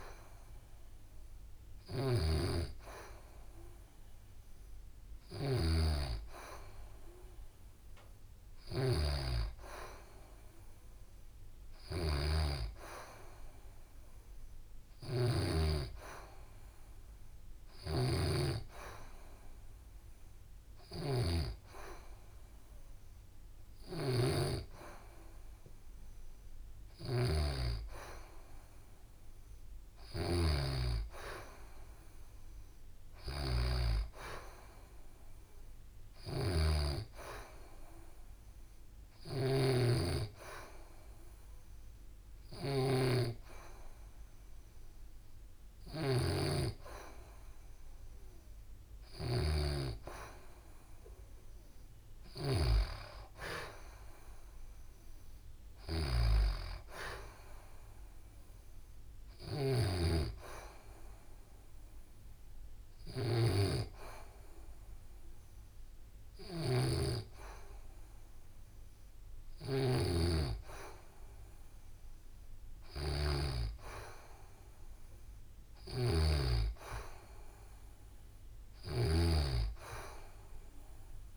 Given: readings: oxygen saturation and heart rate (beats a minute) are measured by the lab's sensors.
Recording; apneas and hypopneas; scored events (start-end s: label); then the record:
breathing in sleep by a room microphone; none
1.00-15.00 s: snoring (device-marked)
17.00-21.00 s: snoring (device-marked)
23.00-73.00 s: snoring (device-marked)
75.00-81.37 s: snoring (device-marked)
77.00-81.00 s: arousal
From the record:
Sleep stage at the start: N2 (light sleep); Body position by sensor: on the back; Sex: female